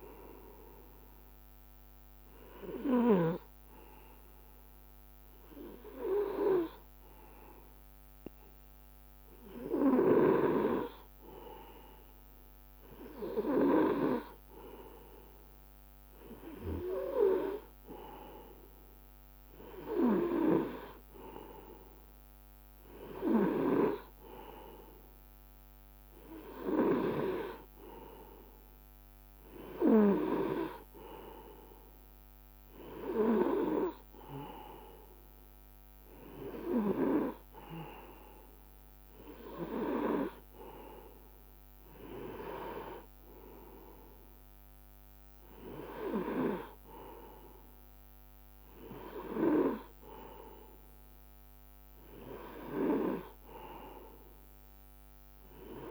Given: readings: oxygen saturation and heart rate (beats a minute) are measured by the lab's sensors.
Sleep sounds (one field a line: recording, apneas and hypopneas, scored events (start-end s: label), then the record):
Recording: breathing in sleep by a microphone on the trachea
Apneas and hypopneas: none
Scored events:
none scored
From the record:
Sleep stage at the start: N2 (light sleep)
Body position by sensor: on the right side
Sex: male